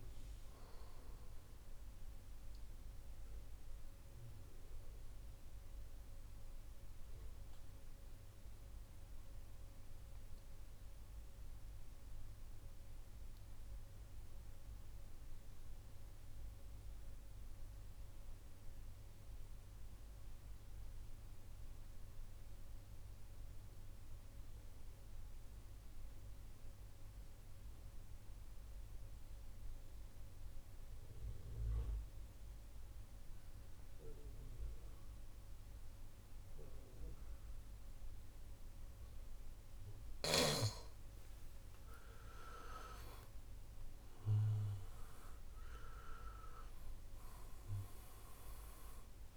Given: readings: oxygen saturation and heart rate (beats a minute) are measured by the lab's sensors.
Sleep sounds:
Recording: breathing in sleep by a room microphone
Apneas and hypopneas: 1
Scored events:
1.50-40.00 s: mixed apnea (oxygen 97% before, 90% lowest)
28.50-49.37 s: oxygen desaturation (device-marked, oxygen 99% before, 90% lowest)
41.50-46.00 s: arousal
From the record:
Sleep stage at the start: N2 (light sleep)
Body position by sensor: on the right side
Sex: male

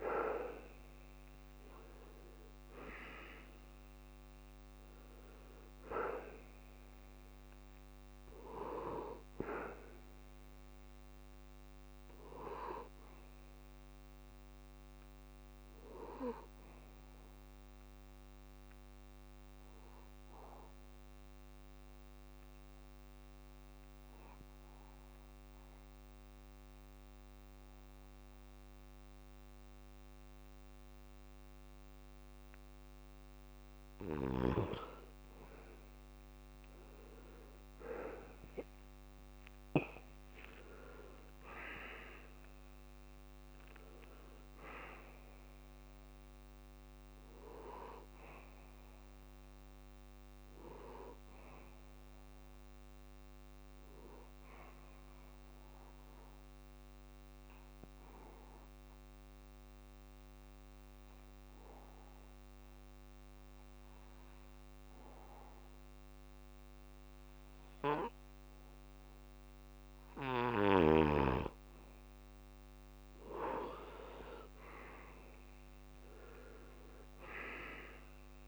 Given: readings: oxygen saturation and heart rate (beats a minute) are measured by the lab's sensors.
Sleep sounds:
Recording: breathing in sleep by a microphone on the trachea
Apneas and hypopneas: 2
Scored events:
0.00-20.50 s: oxygen desaturation (device-marked, oxygen 84% lowest, heart rate 65 extreme)
19.50-33.50 s: obstructive apnea (oxygen 96% before, 86% lowest, heart rate 84 before, 65 extreme)
36.00-39.50 s: arousal
37.50-63.50 s: oxygen desaturation (device-marked, oxygen 98% before, 91% lowest, heart rate 65 before, 65 extreme)
56.00-70.50 s: obstructive apnea (oxygen 98% before, 86% lowest, heart rate 85 before, 65 extreme, up 50 after)
74.50-78.48 s: arousal
74.50-78.48 s: oxygen desaturation (device-marked, oxygen 98% before, 86% lowest, heart rate 70 before, 64 extreme)
From the record:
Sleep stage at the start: N2 (light sleep)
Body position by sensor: on the back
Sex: male

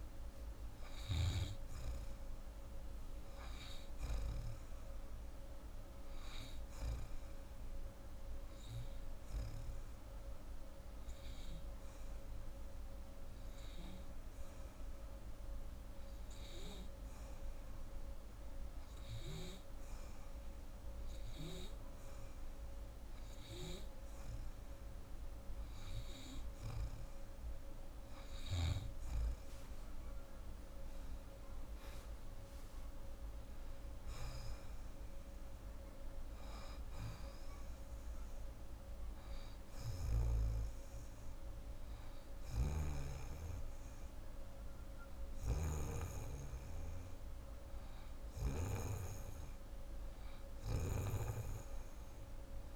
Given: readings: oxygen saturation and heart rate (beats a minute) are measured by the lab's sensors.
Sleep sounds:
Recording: breathing in sleep by a room microphone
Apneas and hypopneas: 1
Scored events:
2.50-15.50 s: oxygen desaturation (device-marked, oxygen 91% before, 87% lowest, heart rate 102 before, 46 extreme)
9.50-24.00 s: hypopnea (oxygen 91% before, 87% lowest, heart rate 106 before, 50 extreme)
26.50-30.00 s: arousal
26.50-51.50 s: oxygen desaturation (device-marked, oxygen 90% before, 87% lowest)
45.00-51.00 s: snoring (device-marked)
From the record:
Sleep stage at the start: N2 (light sleep)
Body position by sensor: on the right side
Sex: female

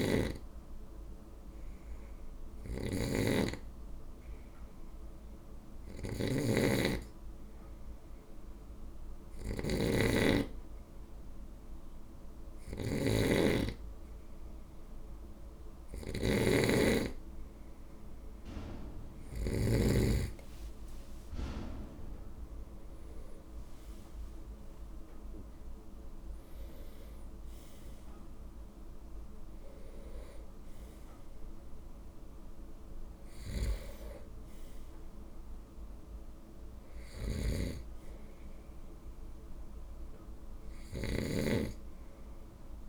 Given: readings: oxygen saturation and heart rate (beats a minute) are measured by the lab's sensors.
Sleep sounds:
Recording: breathing in sleep by a room microphone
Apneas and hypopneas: none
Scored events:
0.00-19.50 s: snoring (device-marked)
20.00-24.50 s: arousal
36.50-42.88 s: snoring (device-marked)
From the record:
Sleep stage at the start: N2 (light sleep)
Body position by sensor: on the right side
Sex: male

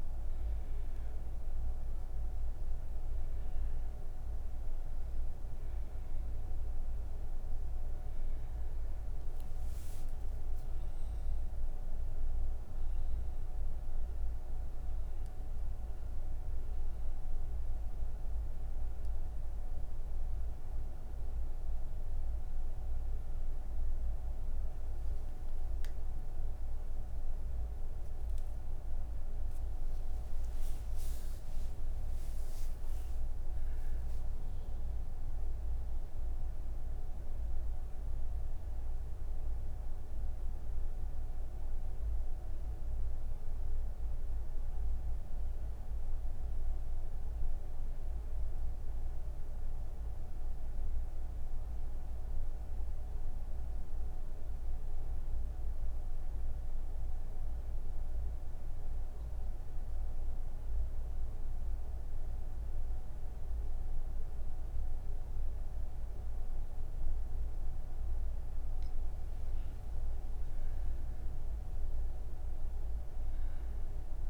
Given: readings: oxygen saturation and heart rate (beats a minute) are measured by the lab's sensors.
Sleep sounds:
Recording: breathing in sleep, hard to hear, by a room microphone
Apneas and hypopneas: none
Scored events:
27.00-39.00 s: oxygen desaturation (device-marked, oxygen 96% before, 91% lowest)
From the record:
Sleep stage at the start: N2 (light sleep)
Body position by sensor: on the right side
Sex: female

